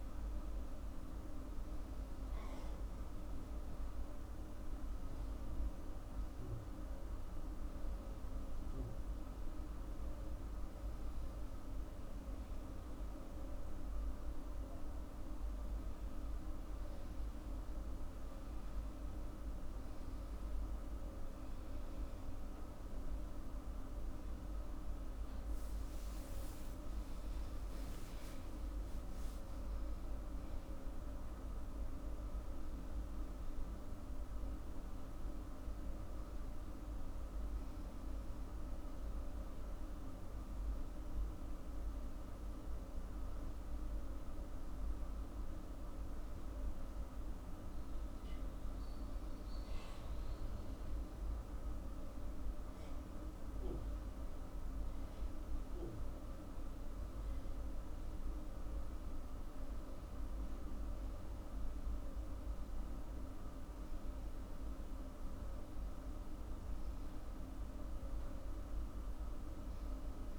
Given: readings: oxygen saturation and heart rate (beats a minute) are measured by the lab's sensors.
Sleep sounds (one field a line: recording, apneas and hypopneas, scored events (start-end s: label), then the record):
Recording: breathing in sleep, hard to hear, by a room microphone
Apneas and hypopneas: none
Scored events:
26.00-29.50 s: arousal
37.00-39.00 s: long interval between heartbeats (device-marked, heart rate 92 before, 107 extreme)
39.00-41.00 s: long interval between heartbeats (device-marked, heart rate 95 before, 116 extreme)
41.00-43.00 s: long interval between heartbeats (device-marked, heart rate 98 before, 136 extreme)
45.00-47.00 s: long interval between heartbeats (device-marked, heart rate 106 before, 104 extreme)
48.00-50.00 s: long interval between heartbeats (device-marked, heart rate 108 before, 120 extreme)
From the record:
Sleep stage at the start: N2 (light sleep)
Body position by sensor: on the back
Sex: female